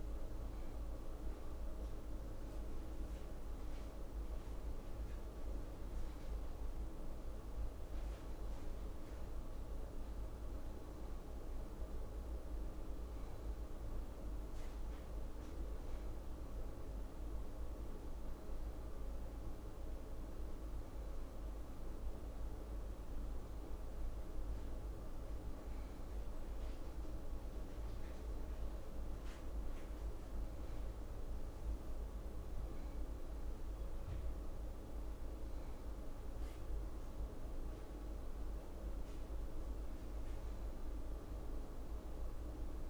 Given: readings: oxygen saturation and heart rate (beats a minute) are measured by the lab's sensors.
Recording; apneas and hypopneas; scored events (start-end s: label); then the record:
breathing in sleep, hard to hear, by a room microphone; none
none scored
From the record:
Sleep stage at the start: N1 (lightest sleep); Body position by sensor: on the back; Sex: female